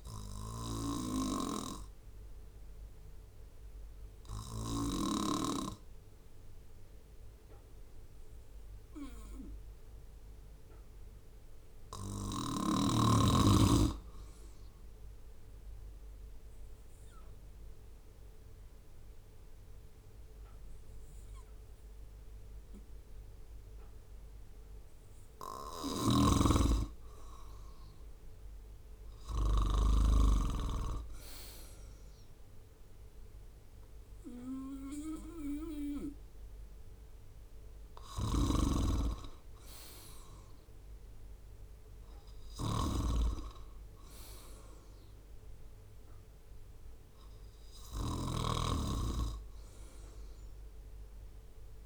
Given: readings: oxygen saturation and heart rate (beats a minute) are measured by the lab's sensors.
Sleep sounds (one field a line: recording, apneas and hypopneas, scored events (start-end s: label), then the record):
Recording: breathing in sleep by a room microphone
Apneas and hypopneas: 1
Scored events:
0.00-4.50 s: snoring (device-marked)
10.50-13.00 s: arousal
16.00-26.50 s: obstructive apnea (oxygen 97% before, 94% lowest, heart rate 67 before, 63 extreme, up 6 after)
25.00-29.50 s: snoring (device-marked)
28.50-32.00 s: arousal
37.50-48.00 s: snoring (device-marked)
From the record:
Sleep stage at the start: N2 (light sleep)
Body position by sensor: on the right side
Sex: male